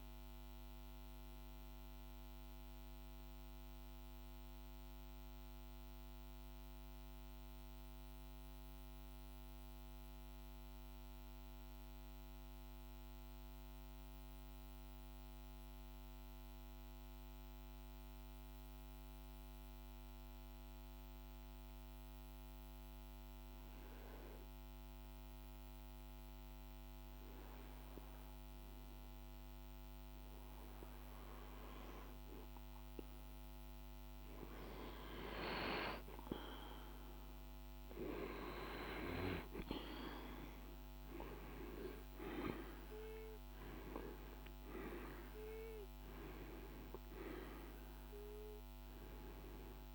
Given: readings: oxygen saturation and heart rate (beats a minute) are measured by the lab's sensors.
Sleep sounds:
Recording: breathing in sleep by a microphone on the trachea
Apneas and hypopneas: 1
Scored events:
0.00-5.50 s: oxygen desaturation (device-marked, oxygen 89% lowest, heart rate 50 extreme)
2.00-36.50 s: mixed apnea (oxygen 97% before, 89% lowest, heart rate 55 before, 50 extreme, up 6 after)
20.50-49.95 s: oxygen desaturation (device-marked, oxygen 99% before, 89% lowest, heart rate 51 before, 50 extreme)
36.50-40.50 s: arousal
36.50-49.95 s: new sleep stage, N1 (lightest sleep)
From the record:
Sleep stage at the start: N2 (light sleep)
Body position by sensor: on the right side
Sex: male

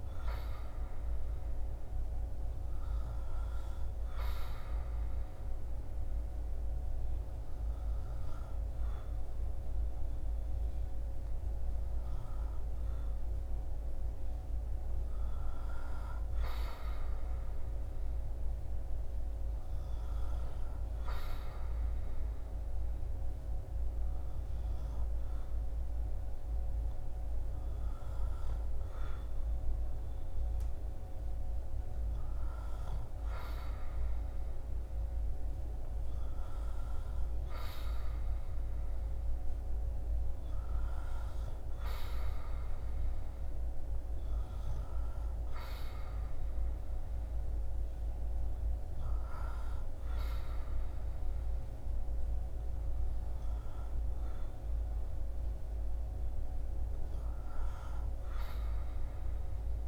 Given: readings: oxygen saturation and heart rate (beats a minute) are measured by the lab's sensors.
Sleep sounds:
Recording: breathing in sleep, hard to hear, by a room microphone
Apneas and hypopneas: 1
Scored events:
4.50-15.50 s: hypopnea (oxygen 99% before, 95% lowest, heart rate 75 before, 71 extreme, up 0 after)
17.00-21.50 s: arousal
From the record:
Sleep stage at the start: N2 (light sleep)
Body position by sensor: on the back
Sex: male

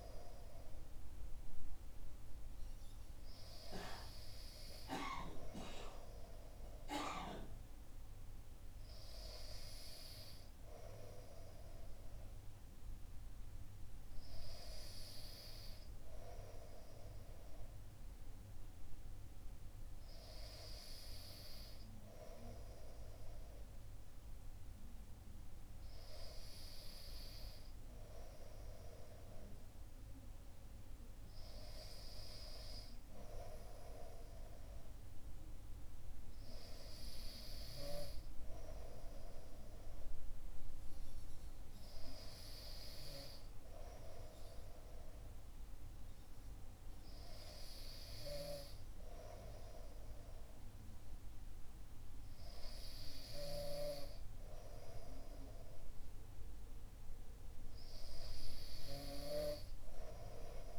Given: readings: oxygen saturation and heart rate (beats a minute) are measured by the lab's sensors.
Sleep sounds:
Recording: breathing in sleep by a room microphone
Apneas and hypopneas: none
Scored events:
none scored
From the record:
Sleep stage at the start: N2 (light sleep)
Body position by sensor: on the back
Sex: male

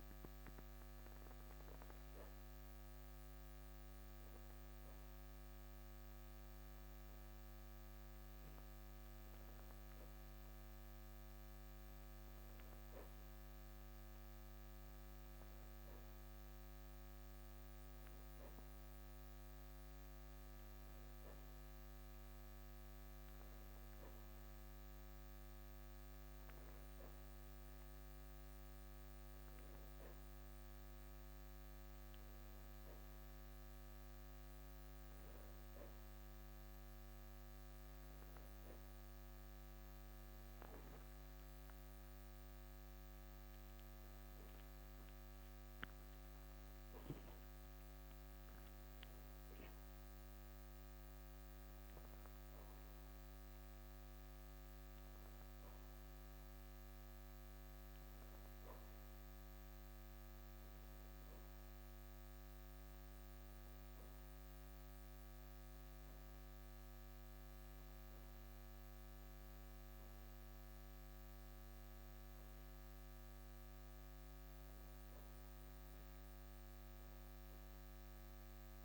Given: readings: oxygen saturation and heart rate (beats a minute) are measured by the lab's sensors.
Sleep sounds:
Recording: breathing in sleep, hard to hear, by a microphone on the trachea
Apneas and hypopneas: none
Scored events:
40.50-44.50 s: arousal
From the record:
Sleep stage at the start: N2 (light sleep)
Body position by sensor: on the back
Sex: male

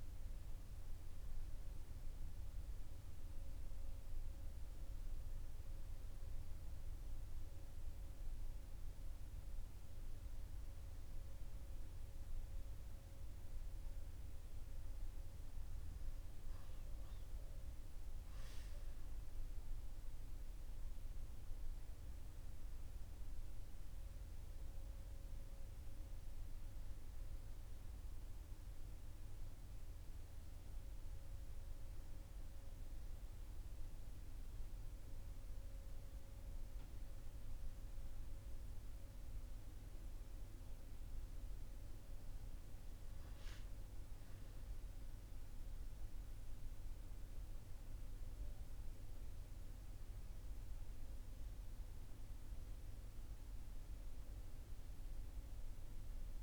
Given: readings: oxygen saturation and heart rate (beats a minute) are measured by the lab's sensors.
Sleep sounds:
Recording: breathing in sleep, hard to hear, by a room microphone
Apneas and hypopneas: none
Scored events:
none scored
From the record:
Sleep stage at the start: N1 (lightest sleep)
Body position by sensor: on the right side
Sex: male

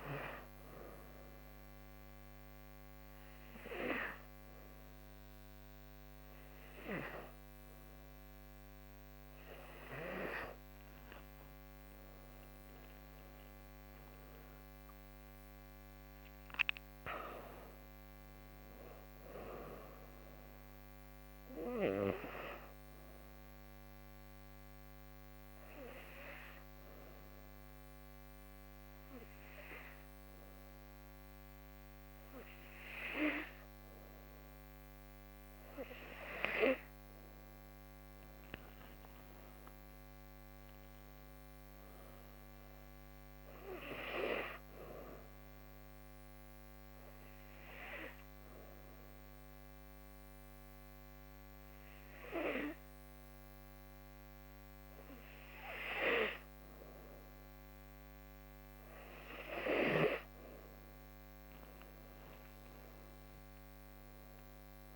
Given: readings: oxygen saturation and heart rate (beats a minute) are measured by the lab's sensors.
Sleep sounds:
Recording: breathing in sleep by a microphone on the trachea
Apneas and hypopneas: 3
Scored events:
0.00-15.00 s: oxygen desaturation (device-marked, oxygen 87% lowest, heart rate 71 extreme)
0.50-10.50 s: hypopnea (oxygen 96% before, 87% lowest, heart rate 87 before, 71 extreme, up 11 after)
11.00-15.00 s: arousal
25.50-36.50 s: obstructive apnea (oxygen 98% before, 89% lowest, heart rate 78 before, 72 extreme, up 10 after)
38.00-42.00 s: arousal
44.00-61.00 s: oxygen desaturation (device-marked, oxygen 97% before, 90% lowest, heart rate 75 before, 73 extreme)
45.00-59.00 s: obstructive apnea (oxygen 98% before, 89% lowest, heart rate 75 before, 73 extreme, up 8 after)
61.50-64.95 s: arousal
63.00-64.95 s: oxygen desaturation (device-marked, oxygen 97% before, 89% lowest, heart rate 76 before, 74 extreme)
From the record:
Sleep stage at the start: N2 (light sleep)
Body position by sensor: on the back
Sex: female

